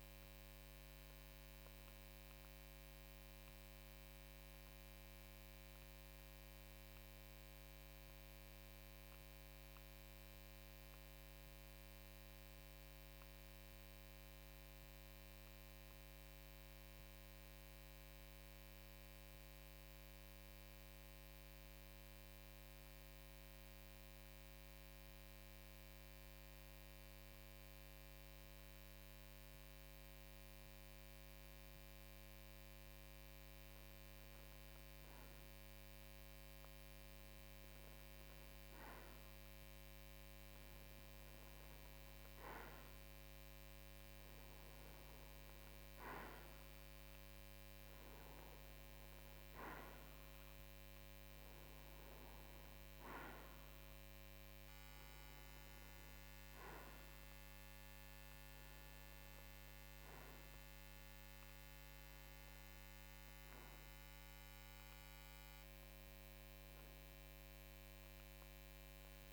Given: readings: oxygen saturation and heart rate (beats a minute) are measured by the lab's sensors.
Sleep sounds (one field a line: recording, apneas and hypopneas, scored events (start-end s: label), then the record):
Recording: breathing in sleep, hard to hear, by a microphone on the trachea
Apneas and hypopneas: 1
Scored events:
6.50-31.00 s: mixed apnea (oxygen 94% before, 92% lowest, heart rate 54 before, 52 extreme, up 3 after)
34.00-38.50 s: arousal
From the record:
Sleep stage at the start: N2 (light sleep)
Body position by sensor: on the right side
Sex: male